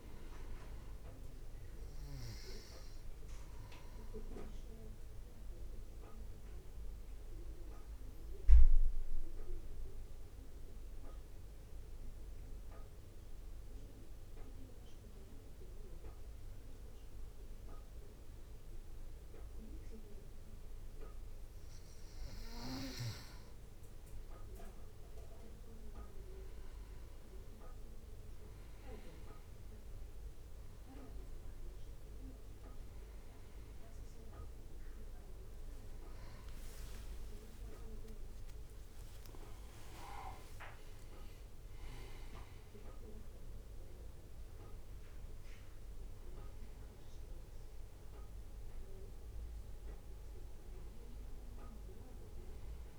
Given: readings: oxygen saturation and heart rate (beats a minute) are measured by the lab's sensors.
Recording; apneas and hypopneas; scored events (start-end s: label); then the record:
breathing in sleep by a room microphone; 1
0.00-6.00 s: drop in pulse transit time (device-marked, heart rate 55 extreme)
0.00-18.00 s: oxygen desaturation (device-marked, oxygen 91% lowest, heart rate 55 extreme)
5.00-23.00 s: obstructive apnea (oxygen 96% before, 91% lowest, heart rate 59 before, 57 extreme, up 4 after)
36.50-38.50 s: long interval between heartbeats (device-marked, heart rate 59 before, 68 extreme)
36.50-41.00 s: arousal
39.50-41.50 s: long interval between heartbeats (device-marked, heart rate 61 before, 77 extreme)
42.00-52.99 s: oxygen desaturation (device-marked, oxygen 94% before, 91% lowest, heart rate 64 before, 56 extreme)
43.00-52.99 s: drop in pulse transit time (device-marked, heart rate 65 before, 61 extreme)
From the record:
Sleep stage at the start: N2 (light sleep); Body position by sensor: on the back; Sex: male